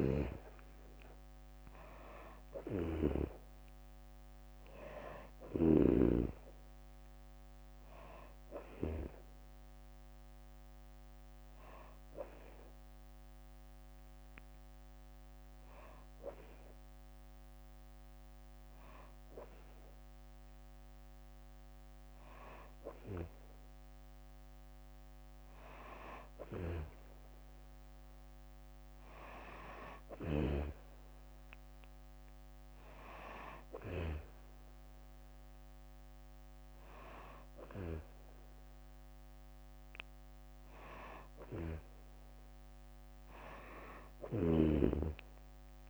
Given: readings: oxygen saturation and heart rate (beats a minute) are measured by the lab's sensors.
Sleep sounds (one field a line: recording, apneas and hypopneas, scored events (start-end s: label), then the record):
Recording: breathing in sleep by a microphone on the trachea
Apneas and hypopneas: 1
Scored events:
0.00-3.00 s: snoring (device-marked)
11.50-45.90 s: new sleep stage, N2 (light sleep)
12.00-23.00 s: hypopnea (oxygen 95% before, 92% lowest, heart rate 72 before, 65 extreme, up 7 after)
26.00-34.00 s: snoring (device-marked)
26.50-29.50 s: arousal
27.50-45.50 s: oxygen desaturation (device-marked, oxygen 95% before, 92% lowest, heart rate 68 before, 66 extreme)
44.00-45.90 s: snoring (device-marked)
44.50-45.90 s: long interval between heartbeats (device-marked, heart rate 71 before, 82 extreme)
From the record:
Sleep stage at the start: N3 (deep sleep)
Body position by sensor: on the back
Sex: female